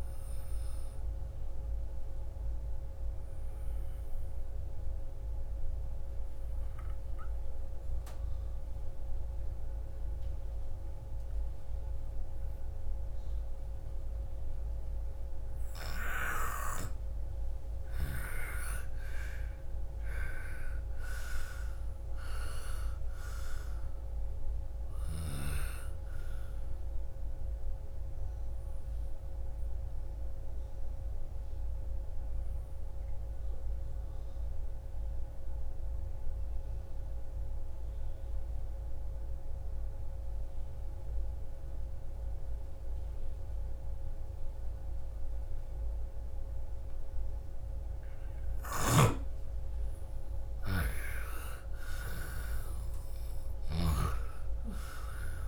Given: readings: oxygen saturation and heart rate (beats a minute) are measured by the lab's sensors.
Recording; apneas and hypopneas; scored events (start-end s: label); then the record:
breathing in sleep by a room microphone; 2
0.00-8.00 s: oxygen desaturation (device-marked, oxygen 86% lowest)
2.50-15.50 s: obstructive apnea (oxygen 98% before, 83% lowest)
17.00-21.00 s: arousal
20.00-43.00 s: oxygen desaturation (device-marked, oxygen 98% before, 83% lowest)
29.00-47.50 s: obstructive apnea (oxygen 98% before, 83% lowest)
48.50-55.48 s: snoring (device-marked)
49.00-52.50 s: arousal
50.00-55.48 s: oxygen desaturation (device-marked, oxygen 99% before, 85% lowest, heart rate 32 before, 28 extreme)
From the record:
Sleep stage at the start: N2 (light sleep); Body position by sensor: on the left side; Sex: female